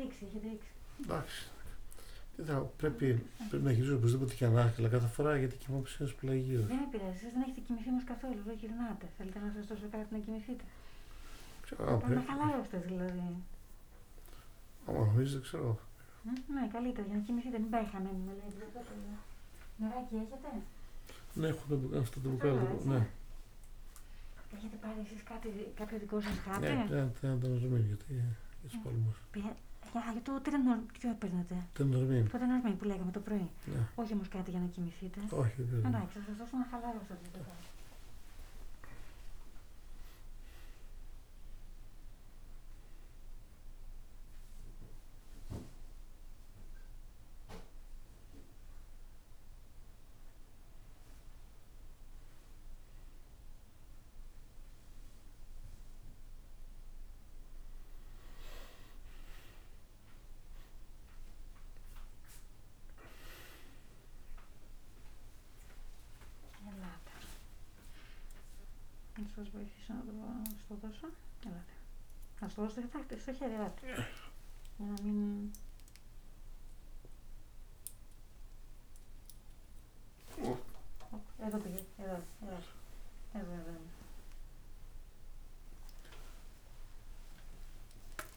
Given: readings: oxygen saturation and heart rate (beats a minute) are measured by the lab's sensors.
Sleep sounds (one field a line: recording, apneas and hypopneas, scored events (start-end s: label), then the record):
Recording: a person awake in a sleep study, by a room microphone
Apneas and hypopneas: none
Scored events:
2.50-6.00 s: snoring (device-marked)
20.50-31.50 s: snoring (device-marked)
From the record:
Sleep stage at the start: awake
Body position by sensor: on the back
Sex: male